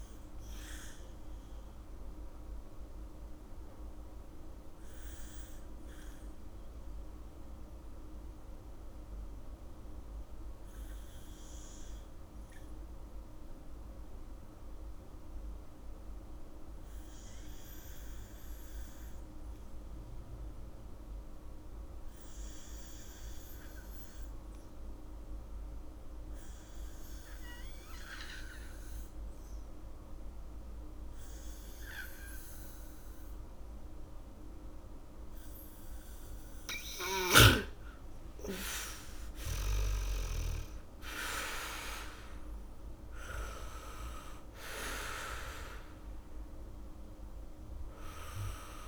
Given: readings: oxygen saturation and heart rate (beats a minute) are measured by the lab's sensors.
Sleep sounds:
breathing in sleep by a room microphone; 1
0.00-19.50 s: oxygen desaturation (device-marked, oxygen 81% lowest, heart rate 40 extreme)
3.50-36.00 s: obstructive apnea (oxygen 98% before, 80% lowest, heart rate 64 before, 40 extreme, up 1 after)
28.50-42.50 s: bradycardia (device-marked, heart rate 70 before, 40 extreme)
28.50-48.88 s: oxygen desaturation (device-marked, oxygen 99% before, 80% lowest, heart rate 72 before, 40 extreme)
37.50-41.00 s: snoring (device-marked)
37.50-43.50 s: arousal
From the record:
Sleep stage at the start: N2 (light sleep); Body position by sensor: on the back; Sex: female

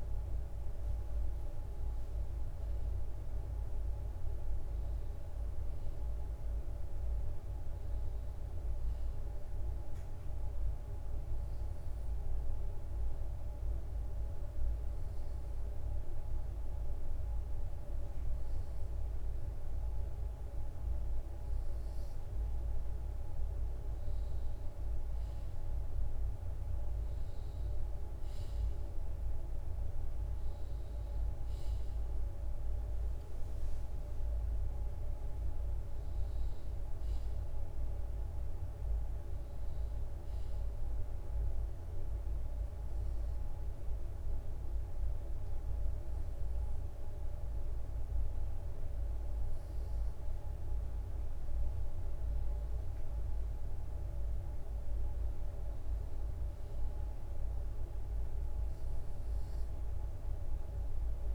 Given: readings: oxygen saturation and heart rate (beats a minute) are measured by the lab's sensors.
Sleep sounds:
breathing in sleep, hard to hear, by a room microphone; 2
0.00-2.00 s: bradycardia (device-marked, heart rate 54 extreme)
2.50-6.50 s: arousal
6.00-23.00 s: bradycardia (device-marked, heart rate 59 before, 53 extreme)
8.50-18.50 s: hypopnea (oxygen 97% before, 93% lowest, heart rate 57 before, 53 extreme, up 7 after)
21.00-24.50 s: arousal
26.00-29.00 s: bradycardia (device-marked, heart rate 59 before, 60 extreme)
34.50-38.00 s: arousal
39.00-52.00 s: bradycardia (device-marked, heart rate 59 before, 55 extreme)
42.00-52.00 s: hypopnea (oxygen 95% before, 93% lowest, heart rate 60 before, 52 extreme, up 5 after)
53.00-61.35 s: bradycardia (device-marked, heart rate 59 before, 52 extreme)
53.50-56.50 s: arousal
From the record:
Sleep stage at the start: N2 (light sleep); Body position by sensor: on the left side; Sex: male

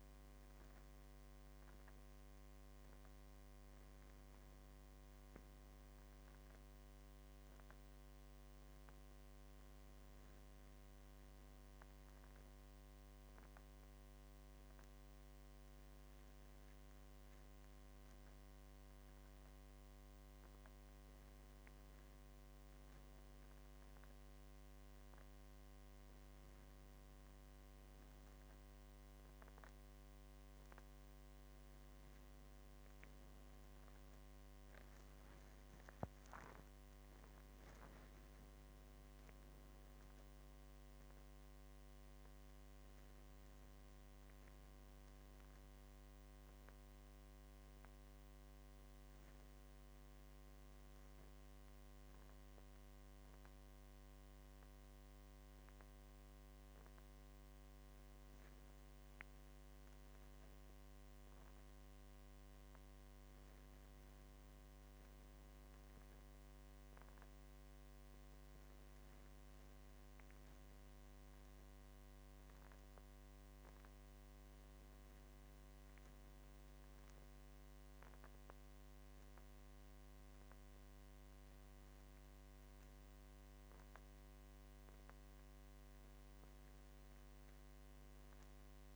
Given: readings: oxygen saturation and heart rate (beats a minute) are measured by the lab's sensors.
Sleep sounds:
a person awake in a sleep study, hard to hear, by a microphone on the trachea; none
none scored
From the record:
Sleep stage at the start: awake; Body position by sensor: on the back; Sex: male

